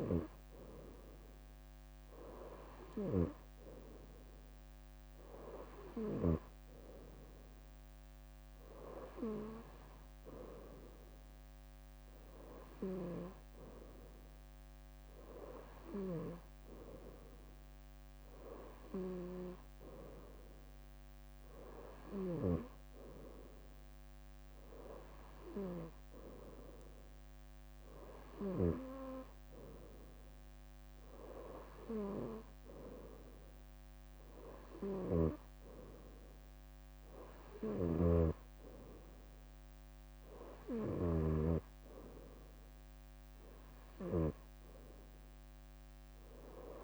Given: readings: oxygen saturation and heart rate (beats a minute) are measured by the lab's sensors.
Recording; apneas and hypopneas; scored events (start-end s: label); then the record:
breathing in sleep by a microphone on the trachea; none
2.50-12.00 s: leg movement (device-marked)
16.00-17.00 s: leg movement (device-marked)
18.00-20.50 s: leg movement (device-marked)
21.50-26.00 s: leg movement (device-marked)
38.00-41.50 s: snoring (device-marked)
From the record:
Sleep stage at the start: N2 (light sleep); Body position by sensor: on the right side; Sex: female